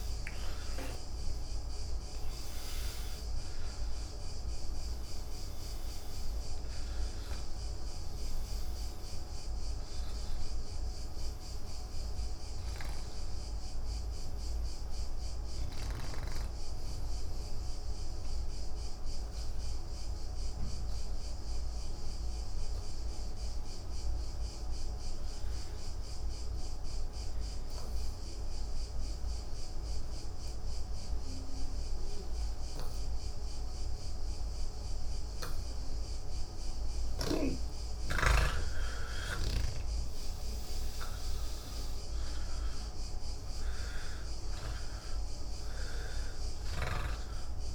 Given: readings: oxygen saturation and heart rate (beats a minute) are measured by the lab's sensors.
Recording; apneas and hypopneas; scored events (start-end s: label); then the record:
breathing in sleep, hard to hear, by a room microphone; 1
0.00-23.50 s: oxygen desaturation (device-marked, oxygen 78% lowest, heart rate 80 extreme)
18.00-36.00 s: obstructive apnea (oxygen 95% before, 79% lowest, heart rate 123 before, 69 extreme, up 26 after)
From the record:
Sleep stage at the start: N1 (lightest sleep); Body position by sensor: on the back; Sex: male